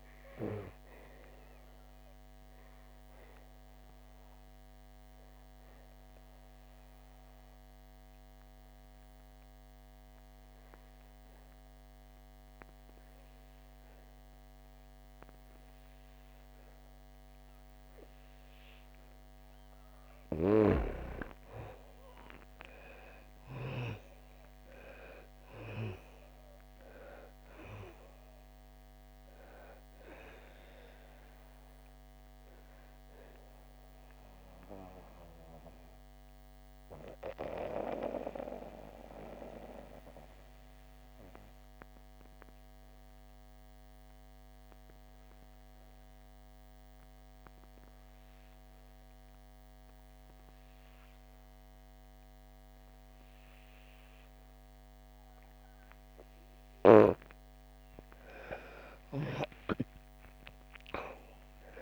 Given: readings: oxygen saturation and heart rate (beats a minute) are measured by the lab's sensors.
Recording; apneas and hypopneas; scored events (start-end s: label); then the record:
breathing in sleep by a microphone on the trachea; 2
0.00-14.00 s: oxygen desaturation (device-marked, oxygen 88% lowest, heart rate 61 extreme)
2.50-20.50 s: obstructive apnea (oxygen 97% before, 81% lowest, heart rate 63 before, 56 extreme, up 7 after)
22.00-48.00 s: oxygen desaturation (device-marked, oxygen 97% before, 84% lowest, heart rate 66 before, 56 extreme)
26.00-30.00 s: arousal
32.00-55.50 s: obstructive apnea (oxygen 97% before, 81% lowest, heart rate 66 before, 56 extreme, up 7 after)
50.00-61.82 s: oxygen desaturation (device-marked, oxygen 98% before, 81% lowest, heart rate 62 before, 58 extreme)
58.50-61.82 s: arousal
From the record:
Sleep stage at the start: N2 (light sleep); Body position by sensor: on the back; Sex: female